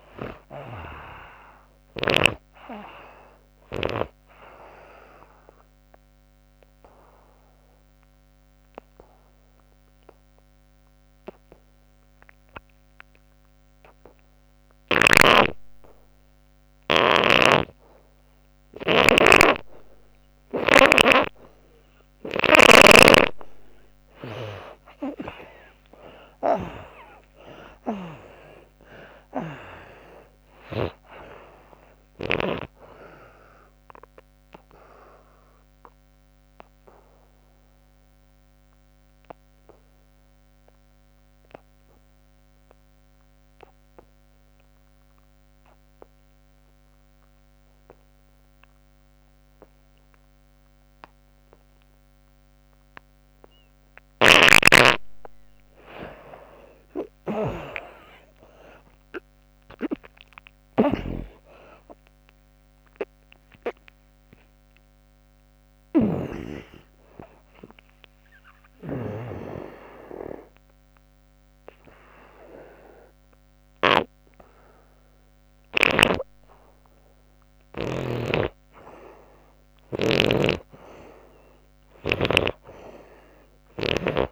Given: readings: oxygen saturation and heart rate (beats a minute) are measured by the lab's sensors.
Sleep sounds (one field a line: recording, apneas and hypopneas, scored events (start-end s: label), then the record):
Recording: breathing in sleep by a microphone on the trachea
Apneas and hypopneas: 3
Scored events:
2.50-13.50 s: oxygen desaturation (device-marked, oxygen 93% before, 83% lowest, heart rate 83 before, 66 extreme)
5.50-20.00 s: obstructive apnea (oxygen 93% before, 74% lowest, heart rate 81 before, 66 extreme, up 25 after)
14.50-22.50 s: snoring (device-marked)
24.00-28.50 s: arousal
28.50-43.50 s: oxygen desaturation (device-marked, oxygen 95% before, 80% lowest, heart rate 77 before, 61 extreme)
33.50-54.00 s: obstructive apnea (oxygen 97% before, 74% lowest, heart rate 84 before, 61 extreme, up 29 after)
48.50-83.50 s: oxygen desaturation (device-marked, oxygen 97% before, 74% lowest, heart rate 84 before, 62 extreme)
54.00-66.00 s: snoring (device-marked)
57.00-60.50 s: arousal
68.00-78.00 s: obstructive apnea (oxygen 97% before, 74% lowest, heart rate 76 before, 64 extreme, up 14 after)
75.50-84.32 s: snoring (device-marked)
79.50-82.50 s: arousal
From the record:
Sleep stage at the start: N2 (light sleep)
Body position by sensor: on the back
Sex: female